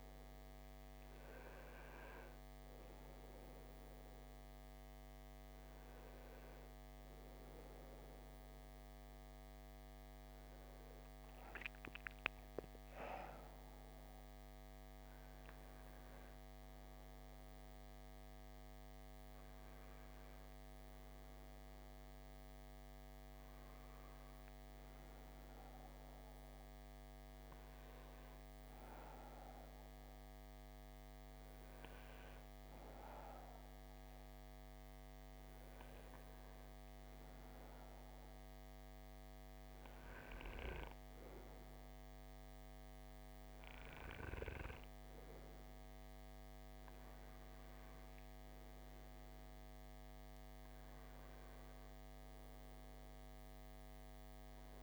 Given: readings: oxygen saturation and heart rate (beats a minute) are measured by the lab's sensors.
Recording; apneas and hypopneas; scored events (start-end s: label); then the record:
breathing in sleep by a microphone on the trachea; none
0.00-11.50 s: oxygen desaturation (device-marked, oxygen 85% lowest, heart rate 59 extreme)
13.50-18.00 s: arousal
27.50-37.50 s: oxygen desaturation (device-marked, oxygen 97% before, 93% lowest, heart rate 63 before, 58 extreme)
39.50-54.83 s: new sleep stage, N2 (light sleep)
From the record:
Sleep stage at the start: N1 (lightest sleep); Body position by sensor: on the right side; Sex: male